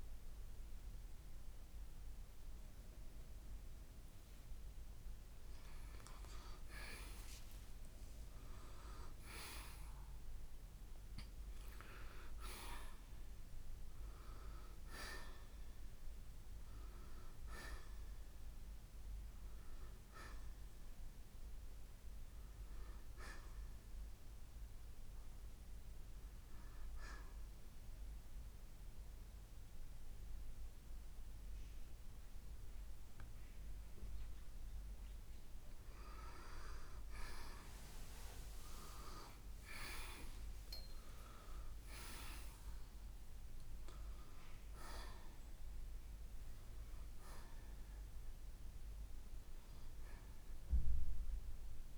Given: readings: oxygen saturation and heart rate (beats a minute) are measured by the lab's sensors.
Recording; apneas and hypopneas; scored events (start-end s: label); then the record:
breathing in sleep by a room microphone; none
17.00-32.00 s: oxygen desaturation (device-marked, oxygen 92% before, 85% lowest, heart rate 60 before, 55 extreme)
39.00-43.50 s: arousal
47.00-51.98 s: oxygen desaturation (device-marked, oxygen 93% before, 86% lowest, heart rate 63 before, 60 extreme)
From the record:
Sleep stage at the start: N2 (light sleep); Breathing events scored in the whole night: 207 in 4.2 hours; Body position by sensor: on the right side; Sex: male